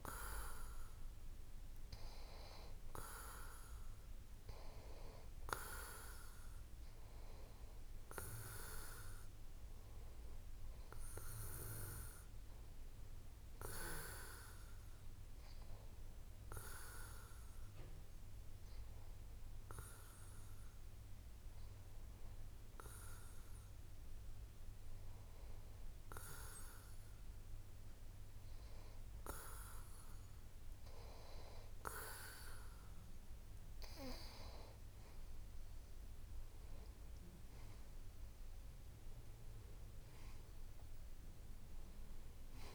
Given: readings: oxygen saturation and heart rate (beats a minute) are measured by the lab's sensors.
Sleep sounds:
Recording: breathing in sleep by a room microphone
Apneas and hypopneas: 1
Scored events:
15.50-28.00 s: hypopnea (oxygen 92% before, 90% lowest)
30.50-34.00 s: arousal
From the record:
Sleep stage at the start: N2 (light sleep)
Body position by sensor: on the back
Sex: male

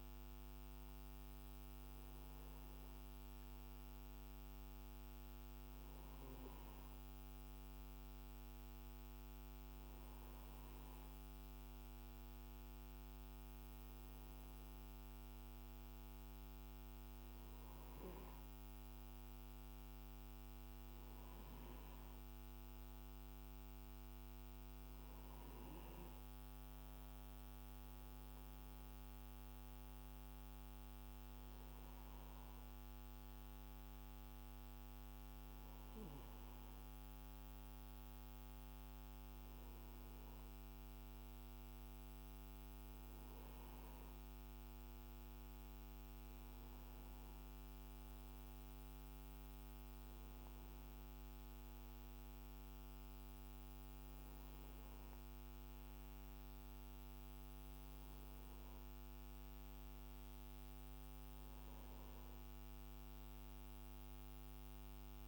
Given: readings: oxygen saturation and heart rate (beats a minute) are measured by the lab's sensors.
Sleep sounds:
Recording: breathing in sleep, hard to hear, by a microphone on the trachea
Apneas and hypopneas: none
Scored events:
none scored
From the record:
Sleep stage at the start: N2 (light sleep)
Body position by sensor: on the right side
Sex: male

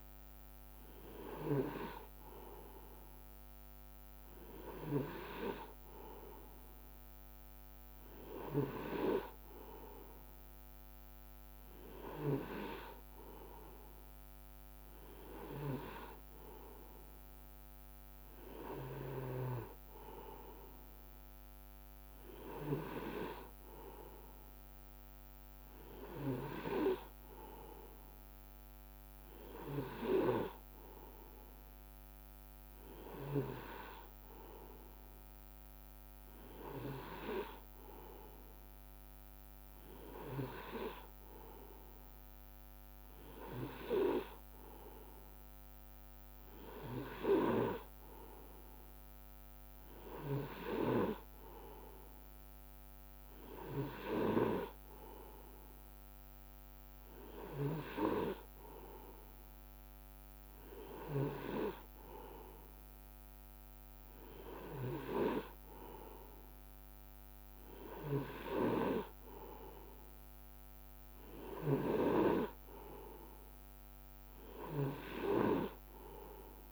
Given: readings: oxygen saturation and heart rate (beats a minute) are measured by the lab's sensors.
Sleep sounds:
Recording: breathing in sleep by a microphone on the trachea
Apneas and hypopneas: none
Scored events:
none scored
From the record:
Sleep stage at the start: N2 (light sleep)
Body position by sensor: on the right side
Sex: male

